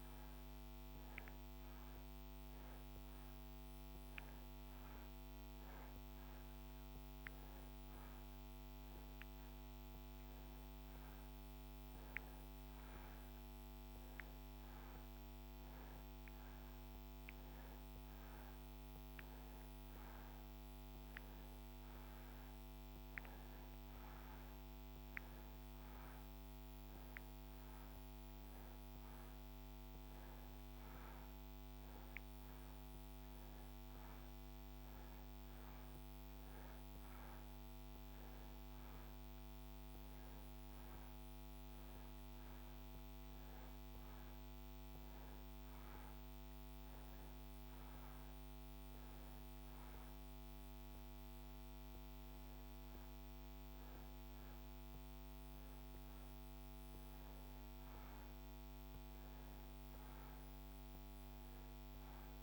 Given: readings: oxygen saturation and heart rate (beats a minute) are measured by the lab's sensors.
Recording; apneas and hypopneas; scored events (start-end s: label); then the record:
breathing in sleep, hard to hear, by a microphone on the trachea; none
0.00-8.00 s: oxygen desaturation (device-marked, oxygen 92% lowest)
From the record:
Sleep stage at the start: N2 (light sleep); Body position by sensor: on the back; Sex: male